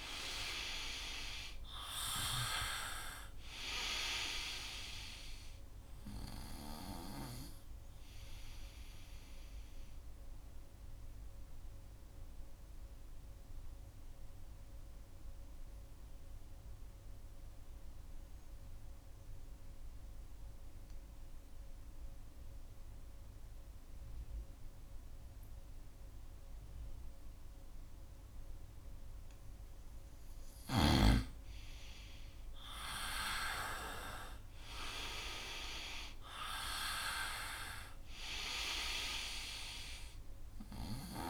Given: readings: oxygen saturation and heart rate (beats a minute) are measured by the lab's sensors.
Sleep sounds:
breathing in sleep by a room microphone; 1
0.00-1.50 s: arousal
0.00-25.00 s: oxygen desaturation (device-marked, oxygen 86% lowest, heart rate 64 extreme)
7.50-28.50 s: obstructive apnea (oxygen 98% before, 86% lowest, heart rate 68 before, 64 extreme, up 2 after)
31.50-36.00 s: arousal
From the record:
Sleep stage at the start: N2 (light sleep); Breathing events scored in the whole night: 320 in 4.1 hours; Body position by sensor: on the right side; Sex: male

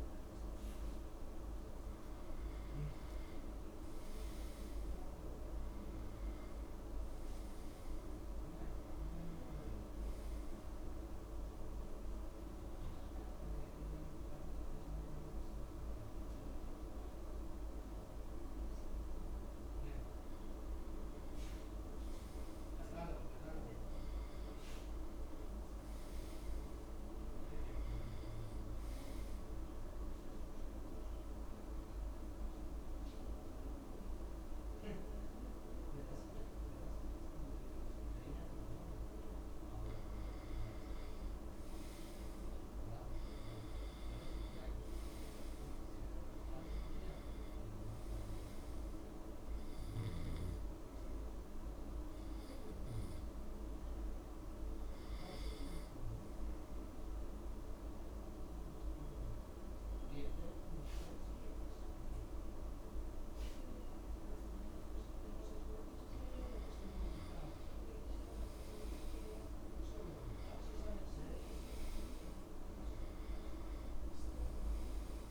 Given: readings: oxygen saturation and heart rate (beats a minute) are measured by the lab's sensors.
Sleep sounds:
breathing in sleep, hard to hear, by a room microphone; 3
0.00-9.50 s: oxygen desaturation (device-marked, oxygen 92% lowest)
8.00-10.00 s: long interval between heartbeats (device-marked, heart rate 52 before, 49 extreme)
10.00-12.00 s: long interval between heartbeats (device-marked, heart rate 53 before, 53 extreme)
11.50-21.50 s: obstructive apnea (oxygen 96% before, 90% lowest)
22.00-24.00 s: long interval between heartbeats (device-marked)
23.50-26.50 s: arousal
26.00-28.00 s: long interval between heartbeats (device-marked)
28.00-30.00 s: long interval between heartbeats (device-marked, heart rate 38 before, 38 extreme)
29.50-40.50 s: obstructive apnea (oxygen 96% before, 90% lowest)
30.50-42.50 s: oxygen desaturation (device-marked, oxygen 96% before, 92% lowest)
41.50-43.50 s: long interval between heartbeats (device-marked)
43.50-47.50 s: arousal
48.00-50.00 s: long interval between heartbeats (device-marked, heart rate 32 before, 37 extreme)
49.50-60.50 s: oxygen desaturation (device-marked, oxygen 95% before, 90% lowest)
57.50-67.50 s: obstructive apnea (oxygen 95% before, 88% lowest)
67.00-69.00 s: long interval between heartbeats (device-marked)
69.00-72.00 s: arousal
72.50-74.50 s: long interval between heartbeats (device-marked)
From the record:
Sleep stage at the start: N2 (light sleep); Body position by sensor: on the back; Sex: male

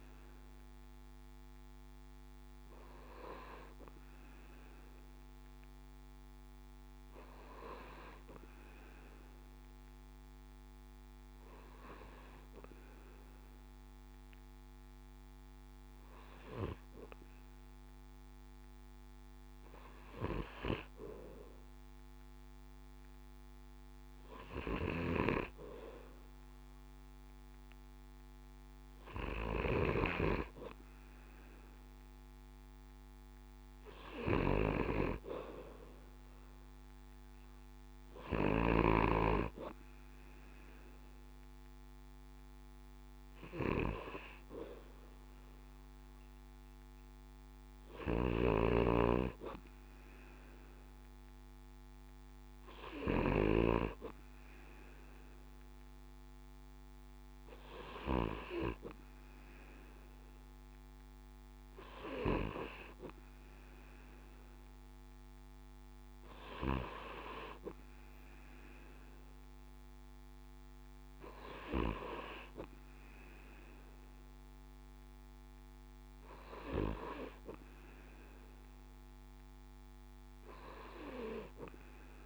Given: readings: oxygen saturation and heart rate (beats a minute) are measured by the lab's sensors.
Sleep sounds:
breathing in sleep by a microphone on the trachea; none
none scored
From the record:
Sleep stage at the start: N2 (light sleep); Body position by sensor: on the back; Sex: male

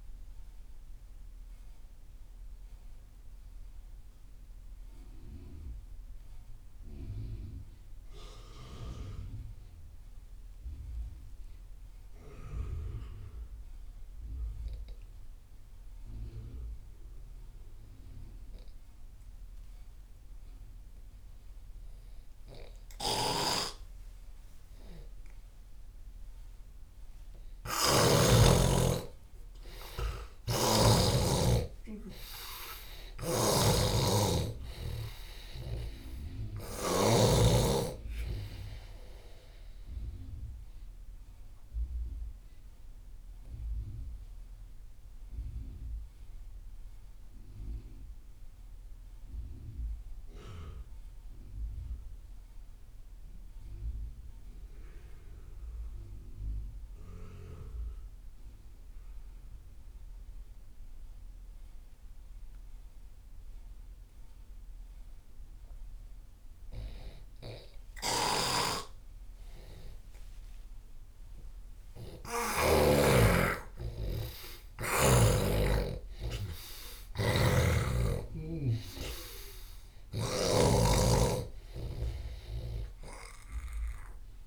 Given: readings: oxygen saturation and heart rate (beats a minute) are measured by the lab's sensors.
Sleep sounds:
breathing in sleep by a room microphone; 2
0.00-18.00 s: oxygen desaturation (device-marked, oxygen 85% lowest)
0.50-25.50 s: mixed apnea (oxygen 97% before, 85% lowest)
23.00-31.00 s: snoring (device-marked)
28.00-31.00 s: arousal
33.00-37.00 s: snoring (device-marked)
37.00-56.00 s: oxygen desaturation (device-marked, oxygen 95% before, 85% lowest)
41.00-66.00 s: obstructive apnea (oxygen 96% before, 84% lowest)
68.00-73.00 s: snoring (device-marked)
70.50-74.50 s: arousal
74.00-84.47 s: oxygen desaturation (device-marked, oxygen 97% before, 84% lowest)
From the record:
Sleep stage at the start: N2 (light sleep); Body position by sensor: on the left side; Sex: male

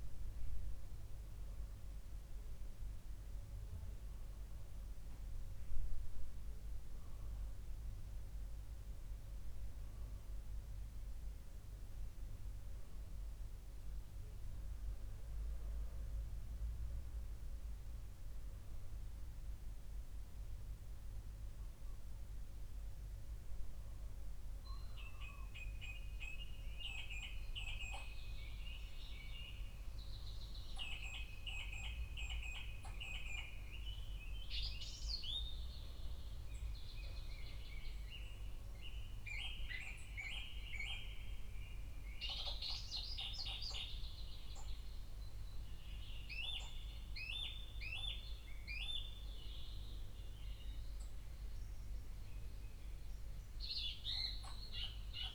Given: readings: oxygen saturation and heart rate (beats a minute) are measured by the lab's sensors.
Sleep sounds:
breathing in sleep by a room microphone; 1
18.50-28.50 s: obstructive apnea (oxygen 94% before, 93% lowest, heart rate 69 before, 66 extreme, up 7 after)
30.50-33.50 s: arousal
From the record:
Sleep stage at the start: N2 (light sleep); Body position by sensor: on the back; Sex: male

